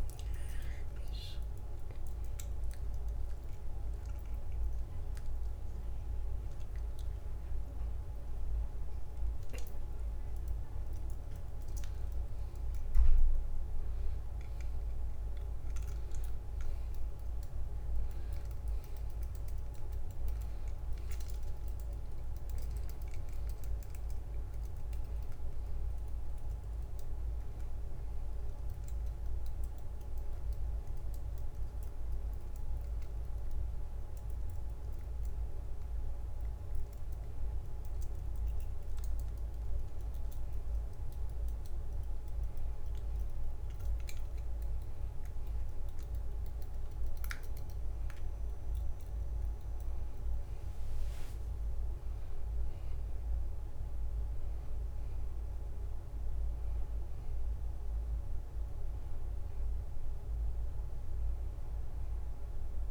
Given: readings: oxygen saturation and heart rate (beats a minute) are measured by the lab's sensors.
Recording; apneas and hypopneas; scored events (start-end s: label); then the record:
breathing in sleep, hard to hear, by a room microphone; none
2.00-4.00 s: long interval between heartbeats (device-marked, heart rate 83 before, 83 extreme)
From the record:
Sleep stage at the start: N2 (light sleep); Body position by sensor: on the back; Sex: male